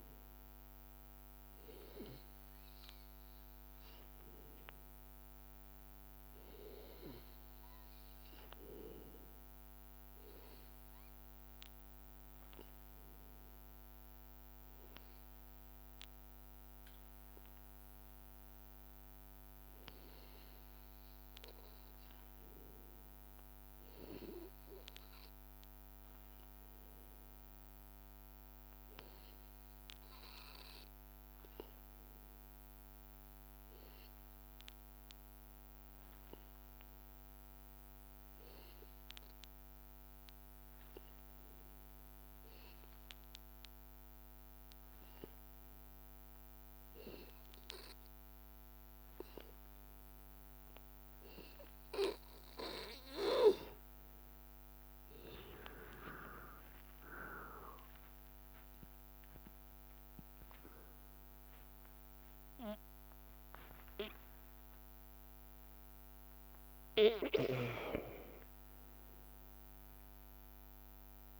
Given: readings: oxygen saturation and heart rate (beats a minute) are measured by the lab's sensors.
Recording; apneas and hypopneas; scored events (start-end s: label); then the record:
breathing in sleep by a microphone on the trachea; 1
4.00-6.00 s: long interval between heartbeats (device-marked, heart rate 76 before, 88 extreme)
25.00-28.00 s: arousal
31.00-54.00 s: obstructive apnea (oxygen 96% before, 91% lowest, heart rate 82 before, 80 extreme, up 3 after)
41.50-71.40 s: oxygen desaturation (device-marked, oxygen 95% before, 91% lowest, heart rate 82 before, 80 extreme)
57.00-60.50 s: arousal
From the record:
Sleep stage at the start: N2 (light sleep); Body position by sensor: on the back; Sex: male